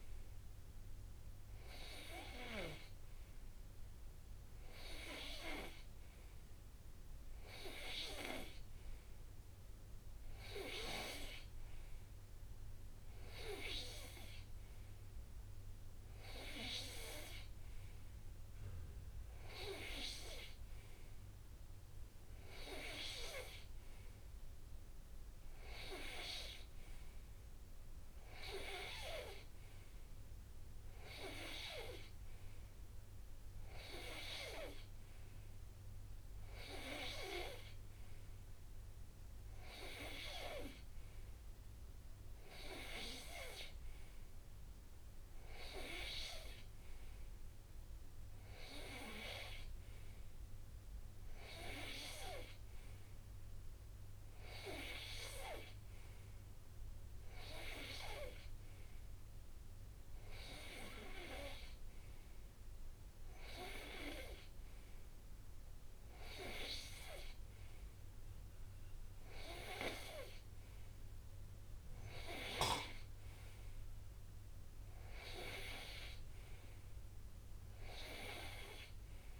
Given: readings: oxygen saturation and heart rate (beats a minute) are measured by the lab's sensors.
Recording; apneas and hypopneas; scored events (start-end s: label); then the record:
breathing in sleep by a room microphone; none
none scored
From the record:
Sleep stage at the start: N2 (light sleep); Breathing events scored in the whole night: 154 in 4.7 hours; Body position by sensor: on the right side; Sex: male